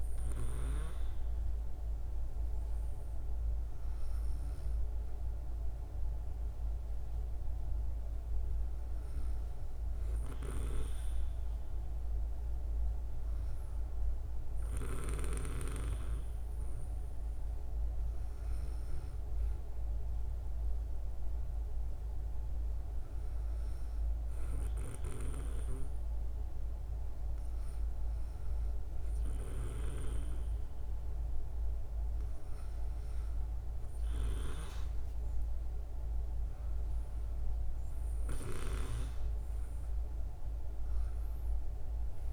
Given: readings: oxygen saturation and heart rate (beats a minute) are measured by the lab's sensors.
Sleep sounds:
breathing in sleep by a room microphone; none
none scored
From the record:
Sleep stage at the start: N2 (light sleep); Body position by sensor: on the back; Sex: female

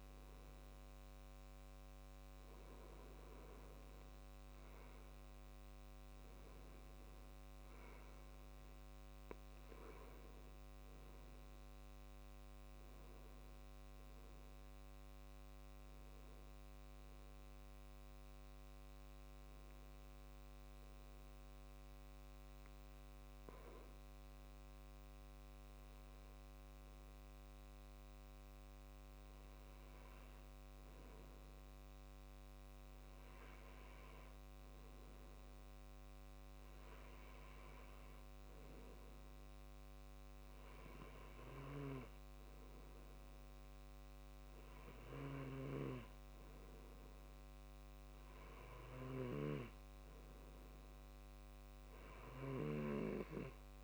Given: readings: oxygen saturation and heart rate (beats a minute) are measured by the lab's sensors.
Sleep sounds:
breathing in sleep by a microphone on the trachea; 1
15.00-32.00 s: hypopnea (oxygen 97% before, 95% lowest, heart rate 71 before, 64 extreme, up 4 after)
34.50-37.00 s: arousal
From the record:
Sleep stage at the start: N2 (light sleep); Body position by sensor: on the left side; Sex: male

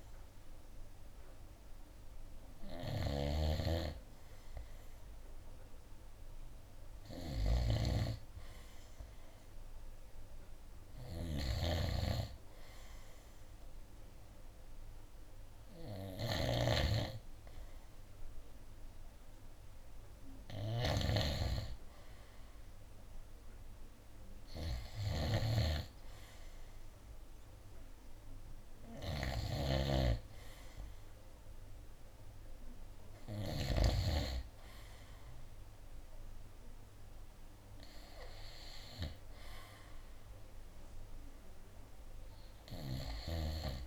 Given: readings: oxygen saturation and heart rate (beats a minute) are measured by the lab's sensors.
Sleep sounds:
breathing in sleep by a room microphone; none
0.00-17.00 s: snoring (device-marked)
29.50-34.00 s: snoring (device-marked)
From the record:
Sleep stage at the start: N2 (light sleep); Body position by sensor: on the right side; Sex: male

